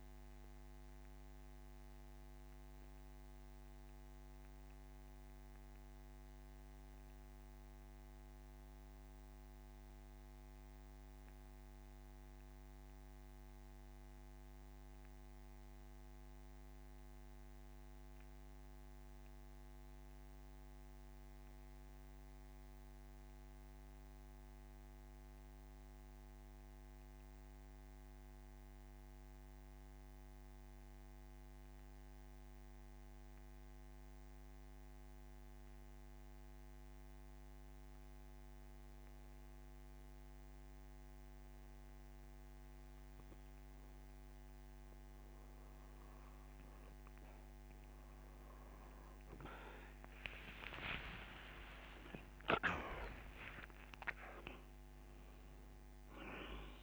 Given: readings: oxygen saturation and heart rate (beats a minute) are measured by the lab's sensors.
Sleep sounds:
breathing in sleep by a microphone on the trachea; 1
0.00-34.50 s: oxygen desaturation (device-marked, oxygen 84% lowest)
3.00-43.50 s: mixed apnea (oxygen 98% before, 84% lowest)
50.50-55.00 s: arousal
53.50-56.83 s: oxygen desaturation (device-marked, oxygen 97% before, 89% lowest, heart rate 40 before, 64 extreme)
From the record:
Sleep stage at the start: N2 (light sleep); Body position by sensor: on the back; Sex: male

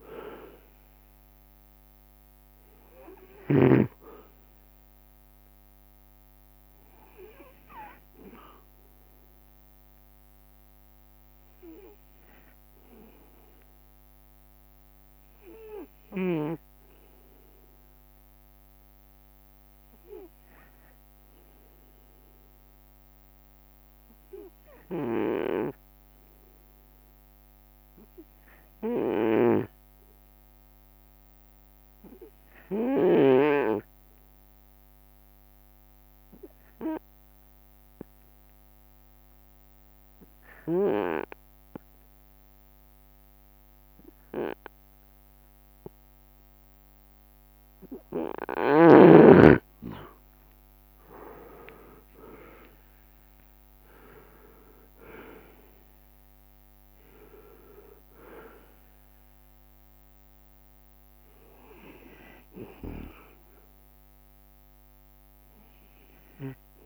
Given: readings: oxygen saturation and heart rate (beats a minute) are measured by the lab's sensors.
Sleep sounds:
breathing in sleep by a microphone on the trachea; 1
0.00-1.50 s: leg movement (device-marked)
0.00-8.50 s: drop in pulse transit time (device-marked, heart rate 65 extreme)
0.00-18.50 s: oxygen desaturation (device-marked, oxygen 93% lowest, heart rate 62 extreme)
14.50-48.50 s: obstructive apnea (oxygen 98% before, 89% lowest, heart rate 67 before, 62 extreme, up 21 after)
15.50-20.00 s: leg movement (device-marked)
25.00-33.50 s: snoring (device-marked)
38.00-40.00 s: long interval between heartbeats (device-marked, heart rate 67 before, 75 extreme)
38.50-66.86 s: oxygen desaturation (device-marked, oxygen 98% before, 89% lowest, heart rate 67 before, 60 extreme)
49.50-56.00 s: leg movement (device-marked)
50.50-52.50 s: long interval between heartbeats (device-marked, heart rate 74 before, 77 extreme)
50.50-54.00 s: arousal
51.50-63.50 s: drop in pulse transit time (device-marked, heart rate 75 before, 66 extreme)
54.00-56.00 s: long interval between heartbeats (device-marked, heart rate 76 before, 87 extreme)
From the record:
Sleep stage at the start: N2 (light sleep); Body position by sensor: on the right side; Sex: male

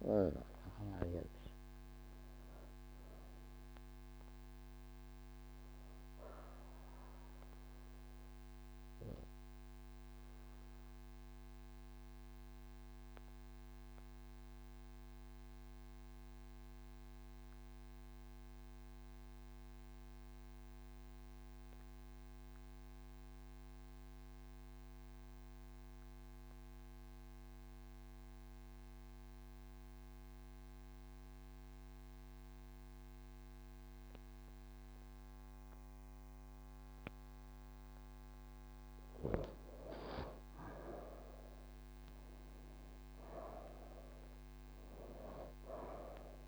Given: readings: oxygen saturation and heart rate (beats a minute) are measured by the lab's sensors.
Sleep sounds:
breathing in sleep by a microphone on the trachea; none
0.00-10.50 s: oxygen desaturation (device-marked, oxygen 86% lowest)
43.50-46.48 s: oxygen desaturation (device-marked, oxygen 98% before, 86% lowest)
From the record:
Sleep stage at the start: N2 (light sleep); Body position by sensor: on the right side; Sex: female

